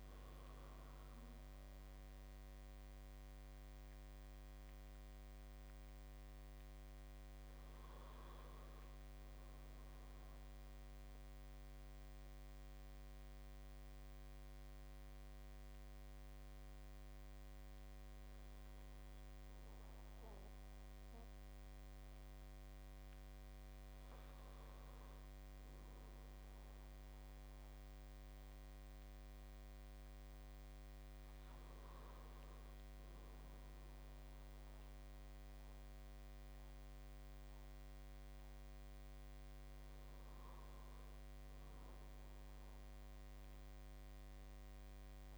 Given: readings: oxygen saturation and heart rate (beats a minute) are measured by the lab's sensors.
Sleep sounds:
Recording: a person partly awake in a sleep study, hard to hear, by a microphone on the trachea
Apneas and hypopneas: none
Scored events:
8.50-38.50 s: new sleep stage, N1 (lightest sleep)
38.50-45.38 s: new sleep stage, N2 (light sleep)
From the record:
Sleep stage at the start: awake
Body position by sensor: on the back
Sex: male

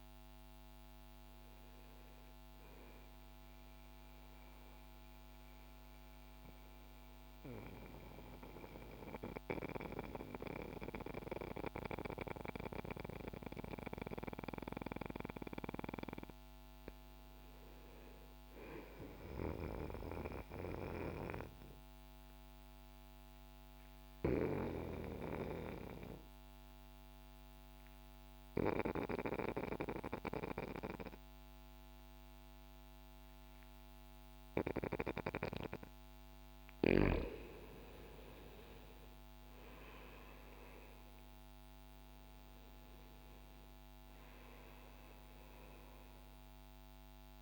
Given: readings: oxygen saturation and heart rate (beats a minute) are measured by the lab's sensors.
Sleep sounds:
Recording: breathing in sleep by a microphone on the trachea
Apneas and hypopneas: 2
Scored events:
0.00-14.50 s: oxygen desaturation (device-marked, oxygen 87% lowest, heart rate 59 extreme)
3.00-14.50 s: central apnea (oxygen 95% before, 85% lowest, heart rate 62 before, 60 extreme, up 2 after)
16.00-18.00 s: arousal
20.00-35.50 s: obstructive apnea (oxygen 97% before, 85% lowest, heart rate 60 before, 60 extreme, up 4 after)
28.50-47.42 s: oxygen desaturation (device-marked, oxygen 97% before, 85% lowest, heart rate 61 before, 60 extreme)
37.00-42.00 s: arousal
From the record:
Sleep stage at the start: N2 (light sleep)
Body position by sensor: on the back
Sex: male

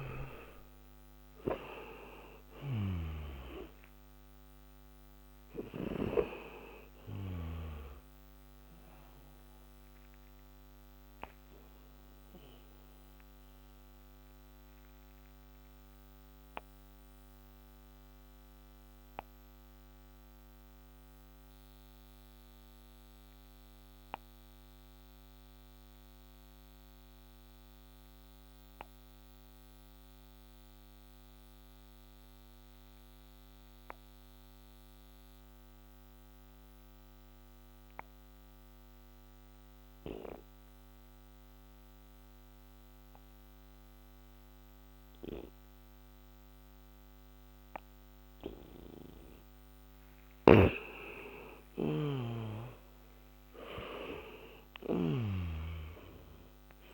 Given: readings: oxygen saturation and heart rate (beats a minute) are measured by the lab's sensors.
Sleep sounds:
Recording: breathing in sleep by a microphone on the trachea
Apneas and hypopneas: 1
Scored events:
0.00-2.00 s: arousal
0.00-3.00 s: snoring (device-marked)
3.50-33.50 s: oxygen desaturation (device-marked, oxygen 96% before, 85% lowest, heart rate 59 before, 46 extreme)
10.50-47.50 s: obstructive apnea (oxygen 97% before, 85% lowest, heart rate 53 before, 45 extreme, up 14 after)
50.00-56.93 s: snoring (device-marked)
51.00-56.00 s: arousal
54.50-56.93 s: oxygen desaturation (device-marked, oxygen 97% before, 87% lowest, heart rate 64 before, 48 extreme)
From the record:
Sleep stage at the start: N2 (light sleep)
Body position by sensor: on the back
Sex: male

